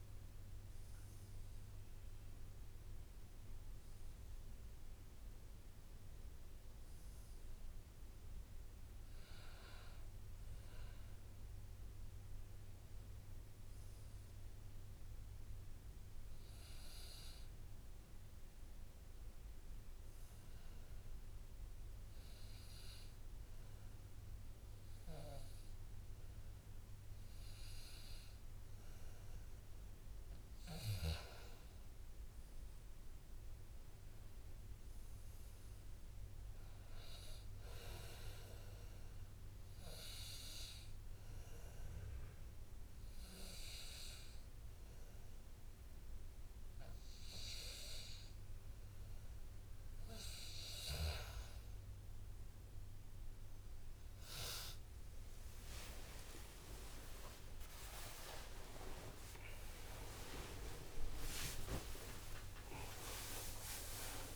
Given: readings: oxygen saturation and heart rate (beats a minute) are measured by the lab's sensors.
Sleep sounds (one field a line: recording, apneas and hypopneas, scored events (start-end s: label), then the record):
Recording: breathing in sleep by a room microphone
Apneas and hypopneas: 2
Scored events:
0.00-12.00 s: oxygen desaturation (device-marked, oxygen 94% lowest, heart rate 65 extreme)
21.00-31.00 s: obstructive apnea (oxygen 98% before, 94% lowest, heart rate 69 before, 62 extreme, up 5 after)
33.50-37.00 s: arousal
40.00-49.00 s: oxygen desaturation (device-marked, oxygen 97% before, 94% lowest, heart rate 67 before, 25 extreme)
40.00-51.00 s: obstructive apnea (oxygen 98% before, 94% lowest, heart rate 67 before, 25 extreme, up 16 after)
60.50-62.50 s: long interval between heartbeats (device-marked, heart rate 71 before, 83 extreme)
62.50-64.36 s: long interval between heartbeats (device-marked, heart rate 73 before, 71 extreme)
From the record:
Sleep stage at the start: N2 (light sleep)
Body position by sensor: on the back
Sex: male